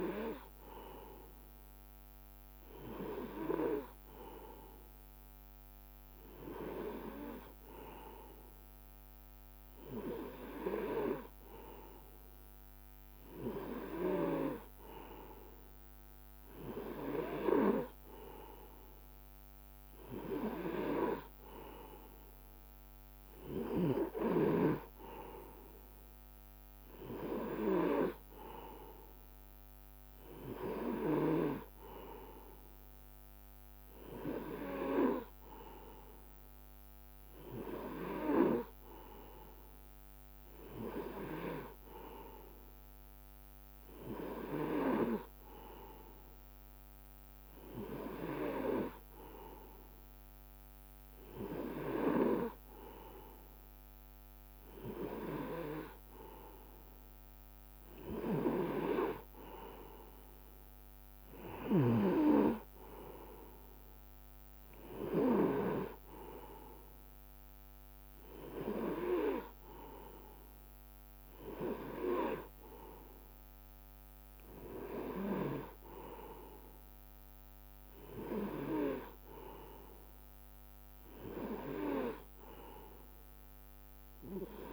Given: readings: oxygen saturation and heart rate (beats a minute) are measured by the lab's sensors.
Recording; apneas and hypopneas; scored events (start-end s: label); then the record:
breathing in sleep by a microphone on the trachea; none
none scored
From the record:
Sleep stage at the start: N2 (light sleep); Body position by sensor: on the right side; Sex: male